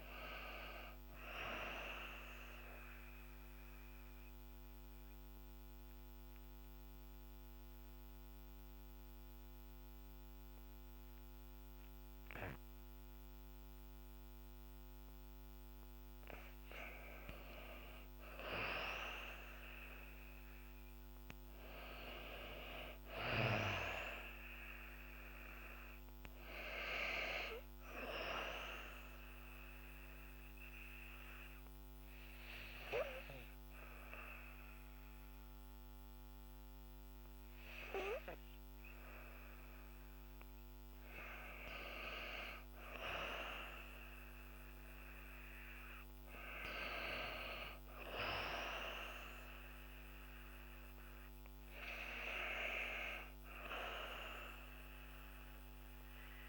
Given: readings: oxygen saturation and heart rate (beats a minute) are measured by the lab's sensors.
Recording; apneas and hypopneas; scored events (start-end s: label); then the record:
breathing in sleep by a microphone on the trachea; 2
0.00-7.50 s: oxygen desaturation (device-marked, oxygen 92% lowest, heart rate 50 extreme)
1.50-15.50 s: obstructive apnea (oxygen 97% before, 92% lowest, heart rate 60 before, 50 extreme, up 10 after)
18.00-22.00 s: arousal
25.50-39.50 s: oxygen desaturation (device-marked, oxygen 98% before, 94% lowest, heart rate 54 before, 53 extreme)
27.50-40.00 s: obstructive apnea (oxygen 98% before, 94% lowest, heart rate 55 before, 53 extreme, up 4 after)
42.00-46.00 s: arousal
From the record:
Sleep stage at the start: N2 (light sleep); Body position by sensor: on the back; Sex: female